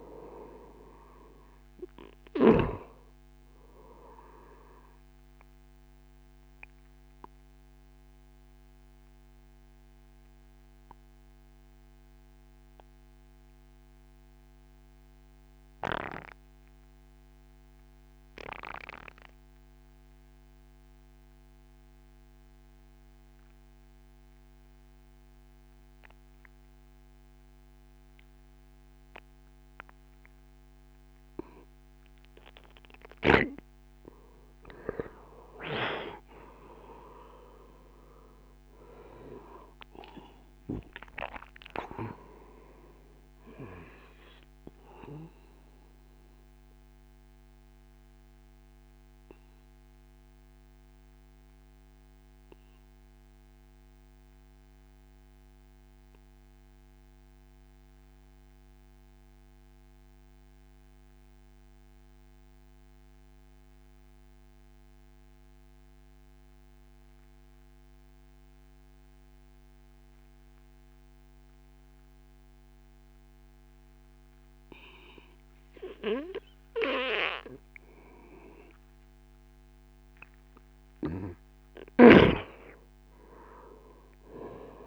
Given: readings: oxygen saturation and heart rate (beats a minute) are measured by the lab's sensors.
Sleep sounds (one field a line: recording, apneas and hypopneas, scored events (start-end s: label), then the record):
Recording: breathing in sleep by a microphone on the trachea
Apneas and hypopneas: 2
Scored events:
0.00-21.50 s: oxygen desaturation (device-marked, oxygen 91% lowest, heart rate 45 extreme)
4.50-33.50 s: obstructive apnea (oxygen 96% before, 91% lowest, heart rate 63 before, 54 extreme, up 17 after)
36.50-41.50 s: arousal
36.50-48.50 s: oxygen desaturation (device-marked, oxygen 96% before, 91% lowest, heart rate 70 before, 54 extreme)
47.50-80.00 s: obstructive apnea (oxygen 97% before, 91% lowest, heart rate 66 before, 48 extreme, up 5 after)
80.50-84.87 s: oxygen desaturation (device-marked, oxygen 97% before, 92% lowest, heart rate 67 before, 48 extreme)
83.00-84.87 s: arousal
From the record:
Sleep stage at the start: N2 (light sleep)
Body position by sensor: on the right side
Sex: male